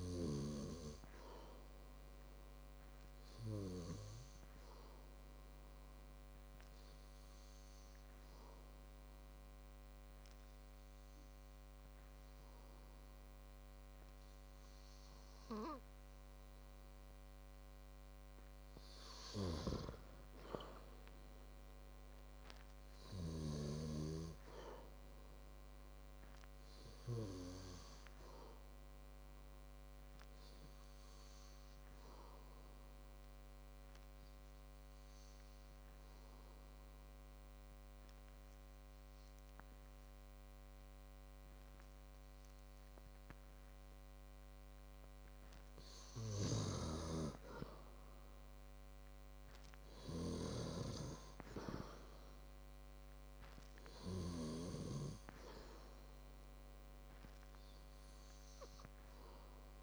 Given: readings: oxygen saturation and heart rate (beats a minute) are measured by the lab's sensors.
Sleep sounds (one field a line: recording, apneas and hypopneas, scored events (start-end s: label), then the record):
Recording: breathing in sleep by a microphone on the trachea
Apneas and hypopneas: 2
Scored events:
1.50-16.50 s: hypopnea (oxygen 97% before, 94% lowest, heart rate 60 before, 52 extreme, up 7 after)
18.00-27.00 s: oxygen desaturation (device-marked, oxygen 97% before, 94% lowest, heart rate 58 before, 56 extreme)
22.00-25.00 s: arousal
37.50-48.50 s: obstructive apnea (oxygen 97% before, 94% lowest, heart rate 57 before, 57 extreme, up 4 after)
51.50-55.00 s: arousal
From the record:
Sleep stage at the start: N2 (light sleep)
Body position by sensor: on the back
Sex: male